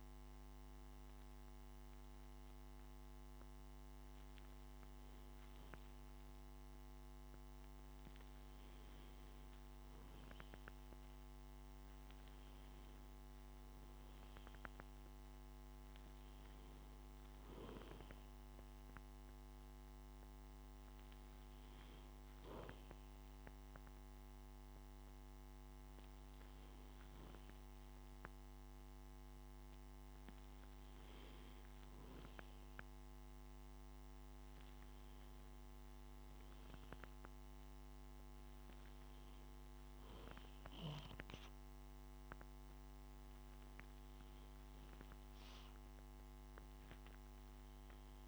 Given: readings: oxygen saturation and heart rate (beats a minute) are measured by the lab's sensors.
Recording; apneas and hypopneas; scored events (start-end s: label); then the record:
breathing in sleep, hard to hear, by a microphone on the trachea; none
none scored
From the record:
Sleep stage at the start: N2 (light sleep); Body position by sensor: on the back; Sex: male